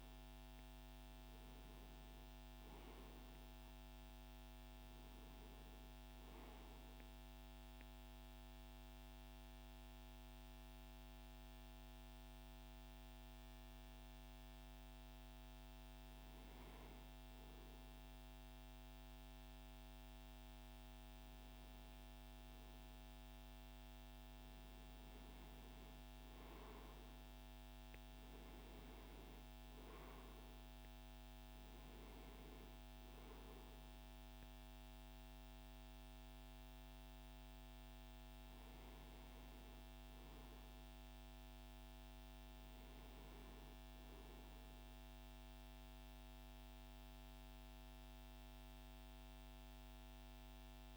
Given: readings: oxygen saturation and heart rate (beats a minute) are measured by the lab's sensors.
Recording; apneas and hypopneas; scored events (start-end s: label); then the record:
breathing in sleep, hard to hear, by a microphone on the trachea; none
46.50-50.97 s: new sleep stage, N2 (light sleep)
From the record:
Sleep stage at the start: N1 (lightest sleep); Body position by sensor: on the right side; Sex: male